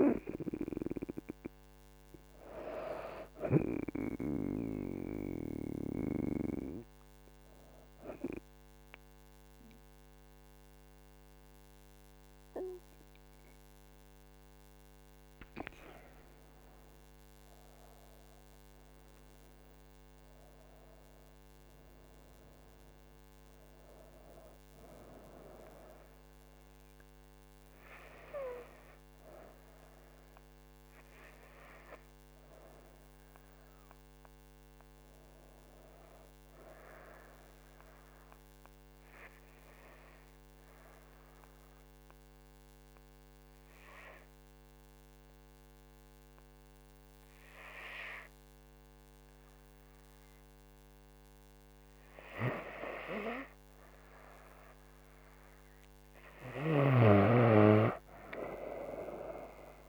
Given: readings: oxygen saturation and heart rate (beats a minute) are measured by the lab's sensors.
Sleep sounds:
breathing in sleep by a microphone on the trachea; 2
0.00-17.50 s: oxygen desaturation (device-marked, oxygen 94% lowest, heart rate 66 extreme)
5.00-15.50 s: hypopnea (oxygen 98% before, 94% lowest, heart rate 69 before, 66 extreme, up 14 after)
17.50-21.00 s: arousal
32.00-53.50 s: hypopnea (oxygen 98% before, 94% lowest, heart rate 72 before, 68 extreme, up 2 after)
55.50-58.00 s: arousal
57.50-59.89 s: oxygen desaturation (device-marked, oxygen 97% before, 94% lowest, heart rate 70 before, 66 extreme)
From the record:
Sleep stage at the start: N2 (light sleep); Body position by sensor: on the right side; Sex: female

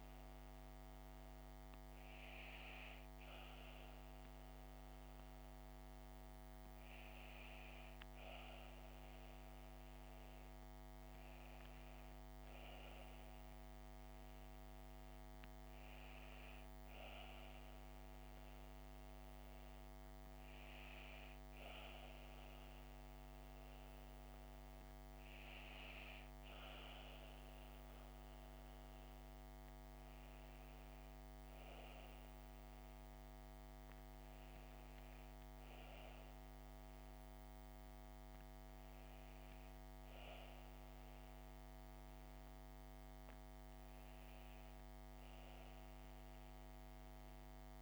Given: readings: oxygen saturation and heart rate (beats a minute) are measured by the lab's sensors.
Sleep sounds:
breathing in sleep, hard to hear, by a microphone on the trachea; none
23.00-47.82 s: new sleep stage, N2 (light sleep)
From the record:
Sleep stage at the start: N1 (lightest sleep); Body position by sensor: on the back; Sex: female

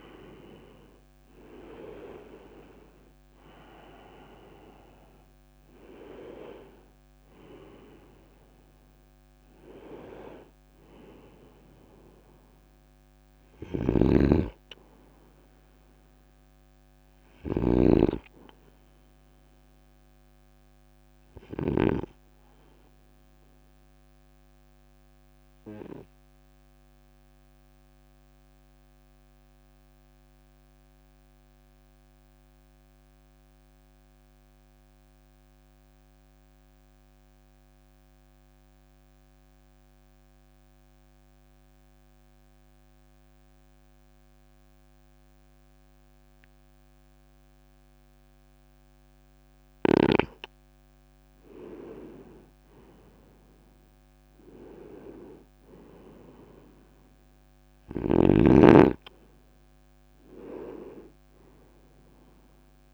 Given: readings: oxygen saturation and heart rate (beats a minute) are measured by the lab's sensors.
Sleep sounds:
breathing in sleep by a microphone on the trachea; 1
0.00-11.50 s: oxygen desaturation (device-marked, oxygen 93% lowest, heart rate 49 extreme)
13.50-17.50 s: snoring (device-marked)
16.50-20.00 s: arousal
23.50-49.50 s: obstructive apnea (oxygen 94% before, 90% lowest, heart rate 53 before, 50 extreme, up 5 after)
26.50-39.50 s: oxygen desaturation (device-marked, oxygen 93% before, 90% lowest, heart rate 52 before, 51 extreme)
52.50-56.50 s: arousal
57.50-62.94 s: snoring (device-marked)
From the record:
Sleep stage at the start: N2 (light sleep); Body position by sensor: on the right side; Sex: male

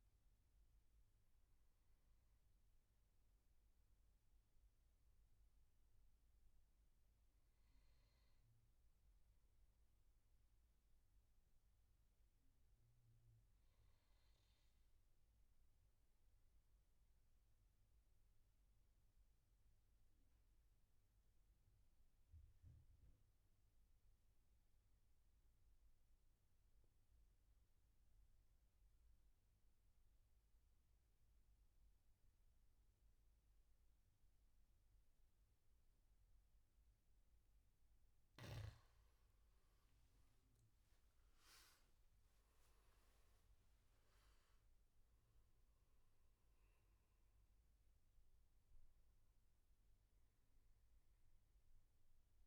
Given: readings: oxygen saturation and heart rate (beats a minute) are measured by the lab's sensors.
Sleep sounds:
breathing in sleep, hard to hear, by a room microphone; 1
0.00-10.00 s: oxygen desaturation (device-marked, oxygen 90% lowest, heart rate 67 extreme)
10.50-36.50 s: obstructive apnea (oxygen 96% before, 90% lowest, heart rate 75 before, 66 extreme, up 14 after)
31.00-52.47 s: oxygen desaturation (device-marked, oxygen 99% before, 90% lowest, heart rate 73 before, 66 extreme)
40.00-43.00 s: arousal
From the record:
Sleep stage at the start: N2 (light sleep); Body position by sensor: on the back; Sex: male

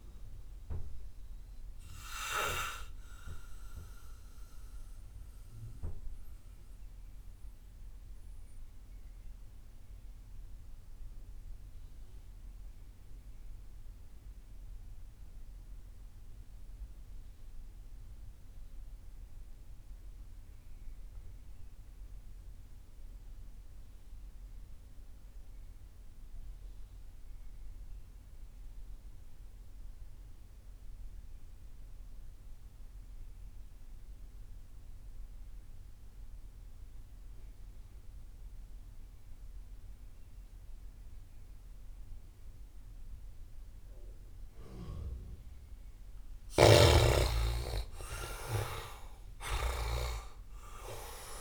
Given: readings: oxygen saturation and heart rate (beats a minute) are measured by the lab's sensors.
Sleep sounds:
breathing in sleep by a room microphone; 1
0.00-18.00 s: oxygen desaturation (device-marked, oxygen 68% lowest)
3.00-45.00 s: mixed apnea (oxygen 96% before, 68% lowest)
30.00-51.41 s: oxygen desaturation (device-marked, oxygen 98% before, 70% lowest)
46.00-48.50 s: arousal
46.00-51.41 s: snoring (device-marked)
From the record:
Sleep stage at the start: REM sleep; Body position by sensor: on the back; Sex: male

